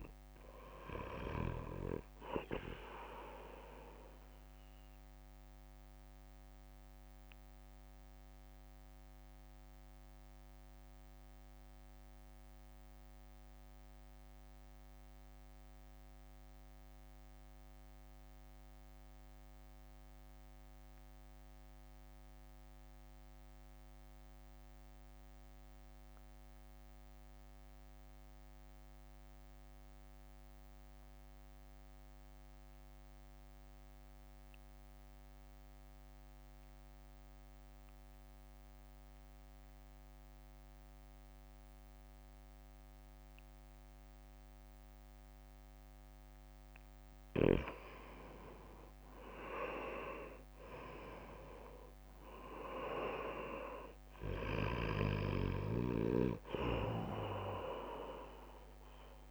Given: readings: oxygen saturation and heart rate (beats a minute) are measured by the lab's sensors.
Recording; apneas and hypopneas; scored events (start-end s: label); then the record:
breathing in sleep by a microphone on the trachea; 1
0.00-6.00 s: oxygen desaturation (device-marked, oxygen 91% lowest, heart rate 54 extreme)
0.00-8.00 s: drop in pulse transit time (device-marked, heart rate 54 extreme)
5.50-47.50 s: mixed apnea (oxygen 99% before, 84% lowest, heart rate 61 before, 53 extreme, up 9 after)
15.00-27.00 s: oxygen desaturation (device-marked, oxygen 93% before, 86% lowest, heart rate 57 before, 54 extreme)
43.00-59.31 s: oxygen desaturation (device-marked, oxygen 97% before, 86% lowest, heart rate 60 before, 53 extreme)
49.00-53.00 s: arousal
52.00-59.31 s: drop in pulse transit time (device-marked, heart rate 57 before, 53 extreme)
From the record:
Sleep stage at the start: REM sleep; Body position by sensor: on the right side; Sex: male